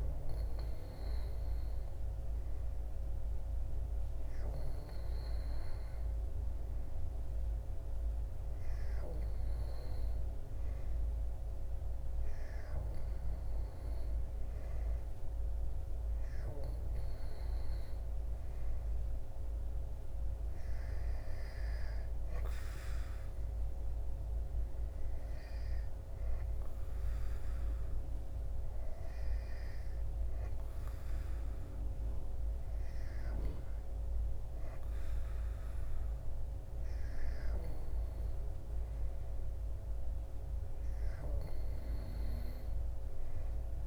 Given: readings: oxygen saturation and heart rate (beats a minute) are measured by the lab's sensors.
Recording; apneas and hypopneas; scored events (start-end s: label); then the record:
breathing in sleep, hard to hear, by a room microphone; none
0.00-6.50 s: oxygen desaturation (device-marked, oxygen 92% lowest, heart rate 69 extreme)
From the record:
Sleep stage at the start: N2 (light sleep); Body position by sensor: on the back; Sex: male